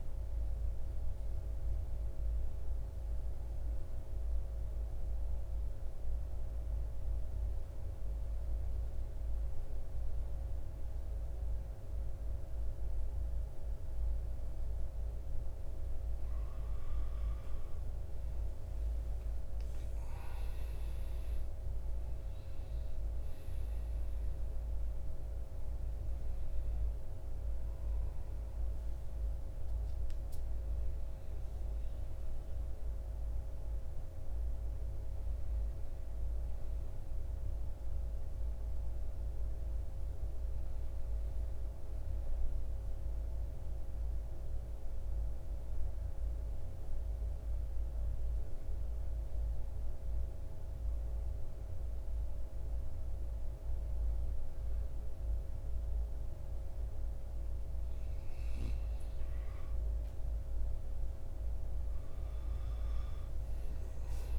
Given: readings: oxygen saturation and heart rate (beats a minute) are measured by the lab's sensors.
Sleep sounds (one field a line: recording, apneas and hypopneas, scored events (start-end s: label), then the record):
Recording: breathing in sleep, hard to hear, by a room microphone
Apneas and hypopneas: 2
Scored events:
0.00-2.50 s: oxygen desaturation (device-marked, oxygen 85% lowest, heart rate 52 extreme)
0.50-14.50 s: central apnea (oxygen 97% before, 89% lowest, heart rate 62 before, 52 extreme, up 10 after)
17.00-21.50 s: arousal
23.50-41.50 s: oxygen desaturation (device-marked, oxygen 97% before, 89% lowest, heart rate 55 before, 51 extreme)
42.50-58.00 s: mixed apnea (oxygen 97% before, 88% lowest, heart rate 58 before, 51 extreme, up 12 after)
59.00-64.39 s: arousal
From the record:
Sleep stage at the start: N2 (light sleep)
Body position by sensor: on the back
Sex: male